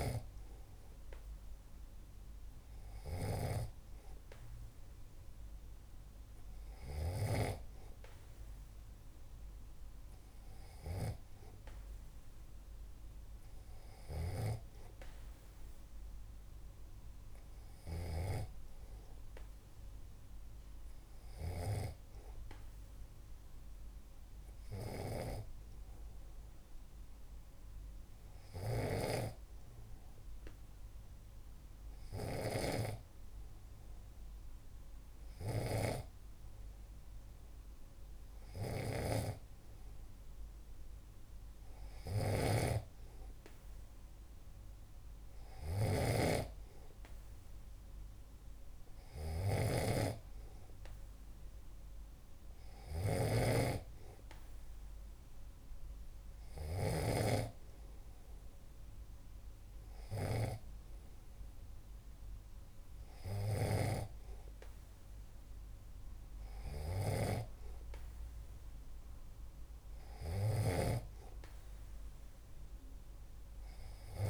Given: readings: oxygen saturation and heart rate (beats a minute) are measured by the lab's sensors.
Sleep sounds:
breathing in sleep by a room microphone; none
0.00-7.50 s: snoring (device-marked)
14.00-71.00 s: snoring (device-marked)
From the record:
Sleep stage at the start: N2 (light sleep); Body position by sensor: on the back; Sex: male

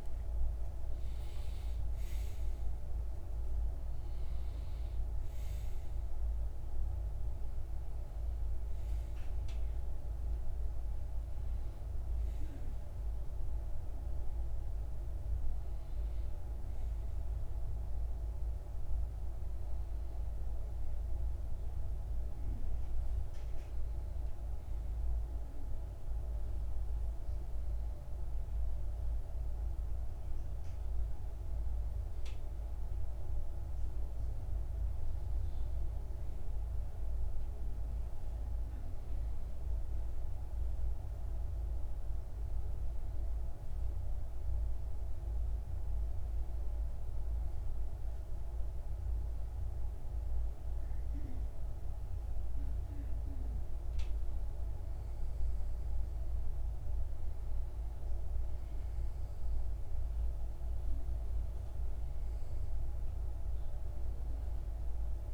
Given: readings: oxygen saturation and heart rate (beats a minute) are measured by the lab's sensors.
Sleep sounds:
breathing in sleep, hard to hear, by a room microphone; none
43.00-65.34 s: oxygen desaturation (device-marked, oxygen 97% before, 92% lowest)
53.00-65.34 s: new sleep stage, N2 (light sleep)
From the record:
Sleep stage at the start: N1 (lightest sleep); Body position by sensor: on the left side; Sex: male

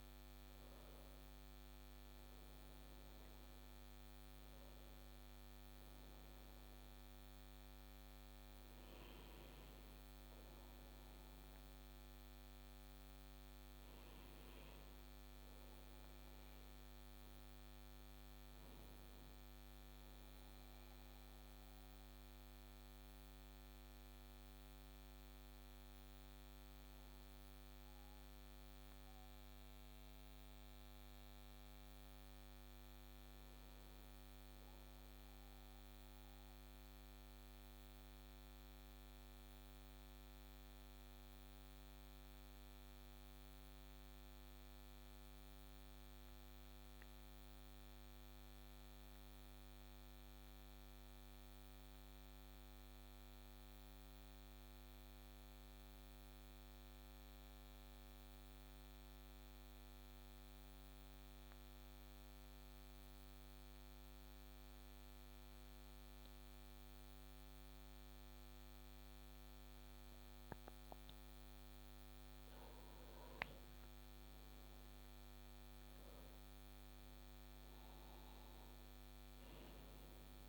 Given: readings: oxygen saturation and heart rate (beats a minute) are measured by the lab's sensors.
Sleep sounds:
breathing in sleep, hard to hear, by a microphone on the trachea; 1
0.00-10.50 s: oxygen desaturation (device-marked, oxygen 93% lowest)
37.50-71.00 s: mixed apnea (oxygen 99% before, 93% lowest)
72.00-77.00 s: arousal
73.50-80.49 s: oxygen desaturation (device-marked, oxygen 97% before, 93% lowest)
From the record:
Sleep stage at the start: N2 (light sleep); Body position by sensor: on the back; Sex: male

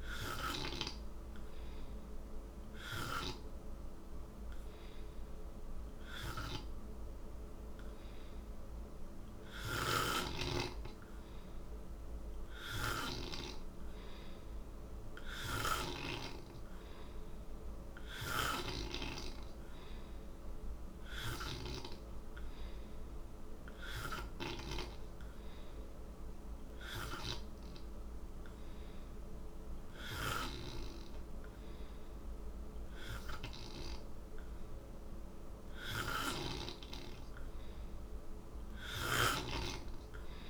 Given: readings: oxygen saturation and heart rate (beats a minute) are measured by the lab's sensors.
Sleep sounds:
breathing in sleep by a room microphone; none
9.50-16.00 s: snoring (device-marked)
12.50-40.50 s: new sleep stage, N3 (deep sleep)
38.50-40.50 s: snoring (device-marked)
From the record:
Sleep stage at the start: N2 (light sleep); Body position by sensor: on the right side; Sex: male

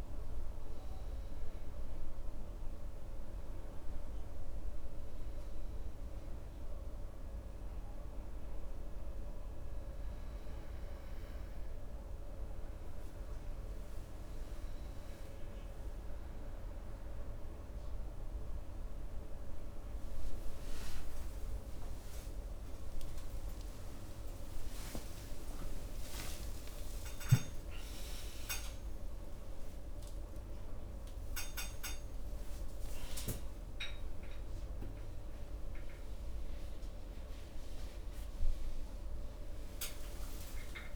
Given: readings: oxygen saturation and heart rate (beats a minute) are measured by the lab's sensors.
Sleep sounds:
a person partly awake in a sleep study, hard to hear, by a room microphone; none
21.00-40.96 s: new sleep stage, awake
From the record:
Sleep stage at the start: N1 (lightest sleep); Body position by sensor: on the right side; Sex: male

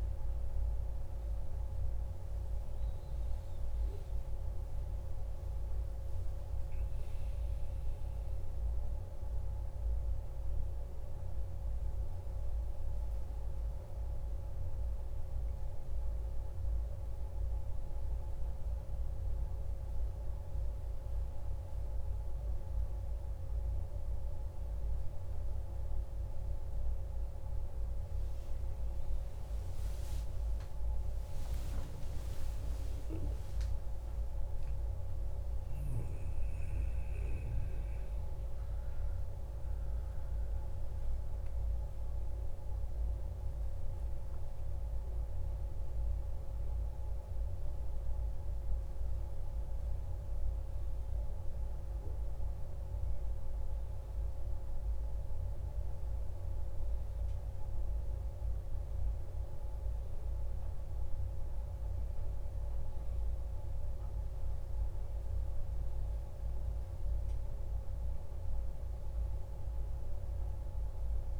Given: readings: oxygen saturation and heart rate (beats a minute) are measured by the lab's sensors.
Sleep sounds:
a person awake in a sleep study, hard to hear, by a room microphone; none
none scored
From the record:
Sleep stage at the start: awake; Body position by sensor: on the back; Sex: male

